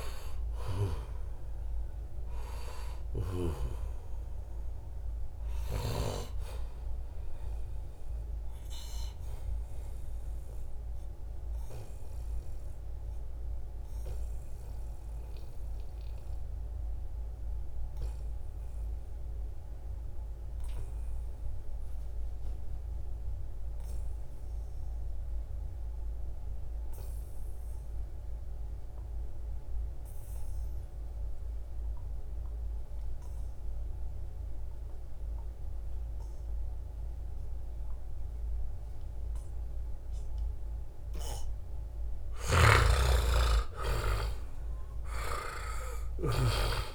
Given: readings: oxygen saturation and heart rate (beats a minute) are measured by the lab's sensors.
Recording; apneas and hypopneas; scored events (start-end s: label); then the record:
breathing in sleep by a room microphone; 1
0.00-16.50 s: oxygen desaturation (device-marked, oxygen 89% lowest, heart rate 68 extreme)
7.50-41.50 s: obstructive apnea (oxygen 97% before, 86% lowest, heart rate 78 before, 67 extreme, up 7 after)
18.00-20.00 s: long interval between heartbeats (device-marked, heart rate 80 before, 83 extreme)
36.50-46.95 s: oxygen desaturation (device-marked, oxygen 97% before, 86% lowest, heart rate 75 before, 67 extreme)
42.00-46.50 s: snoring (device-marked)
43.50-46.95 s: arousal
From the record:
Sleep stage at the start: N2 (light sleep); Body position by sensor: on the back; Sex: male